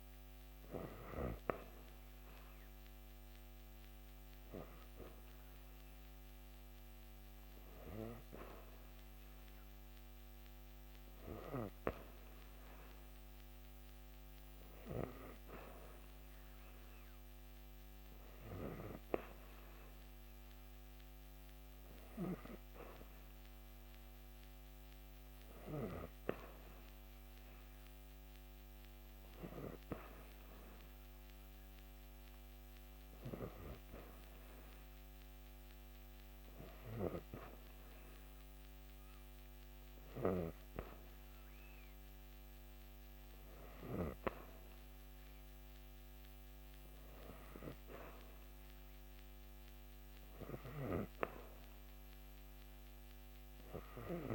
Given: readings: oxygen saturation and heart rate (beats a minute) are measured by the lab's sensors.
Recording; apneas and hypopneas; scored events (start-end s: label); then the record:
breathing in sleep by a microphone on the trachea; none
none scored
From the record:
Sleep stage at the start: N3 (deep sleep); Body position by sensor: on the back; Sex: female